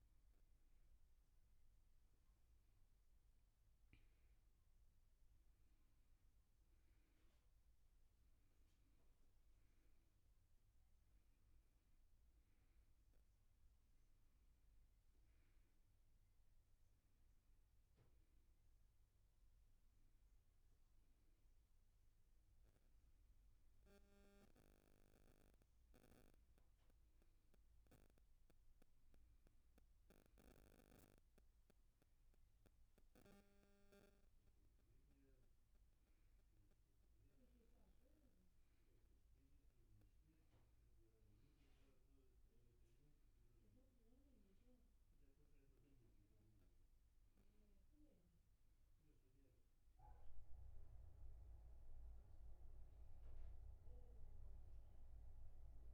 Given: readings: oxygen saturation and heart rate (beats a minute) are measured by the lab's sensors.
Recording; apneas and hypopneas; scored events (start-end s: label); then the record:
breathing in sleep, hard to hear, by a room microphone; none
none scored
From the record:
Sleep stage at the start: N2 (light sleep); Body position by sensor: on the back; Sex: male